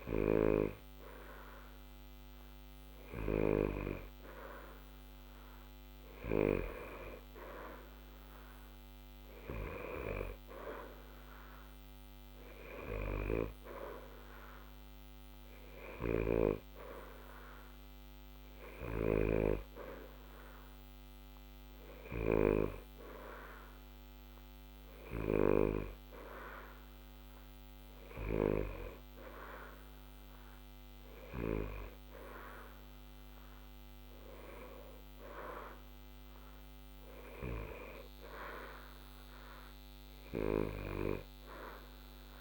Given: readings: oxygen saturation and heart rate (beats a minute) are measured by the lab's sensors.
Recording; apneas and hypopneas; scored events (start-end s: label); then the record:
breathing in sleep by a microphone on the trachea; none
none scored
From the record:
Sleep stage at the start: N2 (light sleep); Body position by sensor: on the back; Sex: male